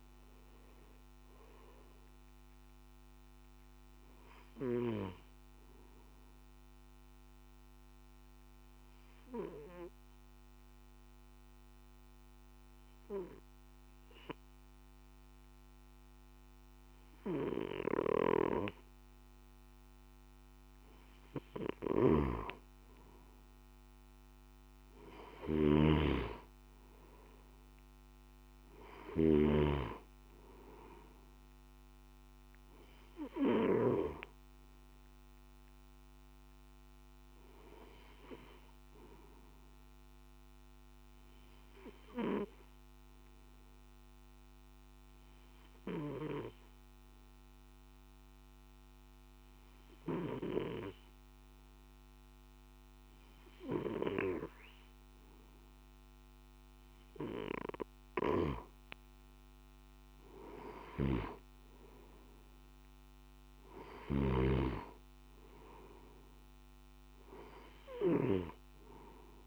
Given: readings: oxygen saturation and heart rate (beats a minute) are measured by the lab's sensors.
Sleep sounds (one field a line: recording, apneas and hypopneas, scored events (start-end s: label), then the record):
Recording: breathing in sleep by a microphone on the trachea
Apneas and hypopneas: 2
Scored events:
0.00-22.50 s: oxygen desaturation (device-marked, oxygen 92% lowest, heart rate 51 extreme)
4.50-19.50 s: obstructive apnea (oxygen 98% before, 92% lowest, heart rate 57 before, 51 extreme, up 5 after)
21.50-29.50 s: snoring (device-marked)
35.50-52.50 s: oxygen desaturation (device-marked, oxygen 98% before, 93% lowest, heart rate 54 before, 51 extreme)
42.00-56.50 s: obstructive apnea (oxygen 98% before, 92% lowest, heart rate 54 before, 51 extreme, up 7 after)
60.50-64.50 s: snoring (device-marked)
63.50-69.47 s: oxygen desaturation (device-marked, oxygen 97% before, 92% lowest, heart rate 53 before, 52 extreme)
From the record:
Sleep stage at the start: N3 (deep sleep)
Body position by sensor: on the back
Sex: male